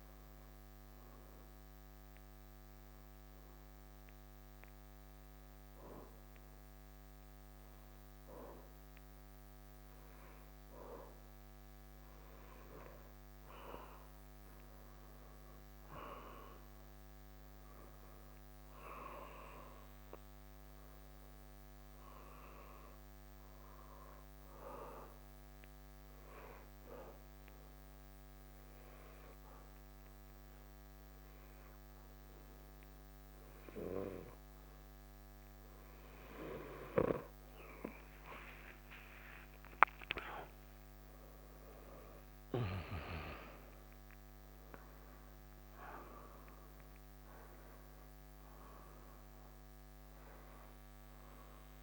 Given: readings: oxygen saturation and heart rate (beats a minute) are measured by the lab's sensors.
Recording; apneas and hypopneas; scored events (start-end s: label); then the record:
breathing in sleep by a microphone on the trachea; 2
0.00-18.50 s: oxygen desaturation (device-marked, oxygen 87% lowest, heart rate 67 extreme)
1.50-13.00 s: obstructive apnea (oxygen 93% before, 87% lowest, heart rate 70 before, 67 extreme, up 6 after)
17.00-21.50 s: arousal
24.50-34.50 s: oxygen desaturation (device-marked, oxygen 96% before, 92% lowest, heart rate 70 before, 67 extreme)
24.50-38.00 s: obstructive apnea (oxygen 96% before, 90% lowest, heart rate 70 before, 67 extreme, up 12 after)
39.00-43.50 s: arousal
47.50-51.83 s: oxygen desaturation (device-marked, oxygen 95% before, 90% lowest, heart rate 72 before, 66 extreme)
From the record:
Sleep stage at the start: N2 (light sleep); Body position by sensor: on the back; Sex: male